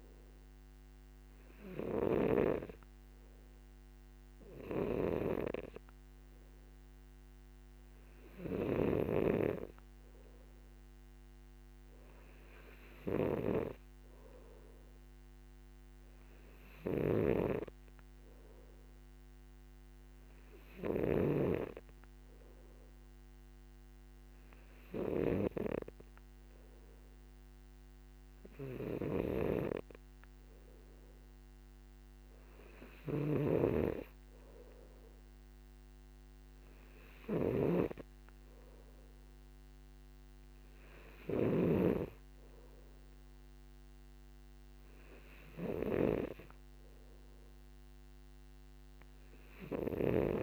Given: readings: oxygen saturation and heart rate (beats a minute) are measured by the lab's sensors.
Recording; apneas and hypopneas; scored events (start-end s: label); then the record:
breathing in sleep by a microphone on the trachea; none
9.00-22.00 s: snoring (device-marked)
29.50-42.50 s: snoring (device-marked)
From the record:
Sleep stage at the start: N2 (light sleep); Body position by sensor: on the back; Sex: male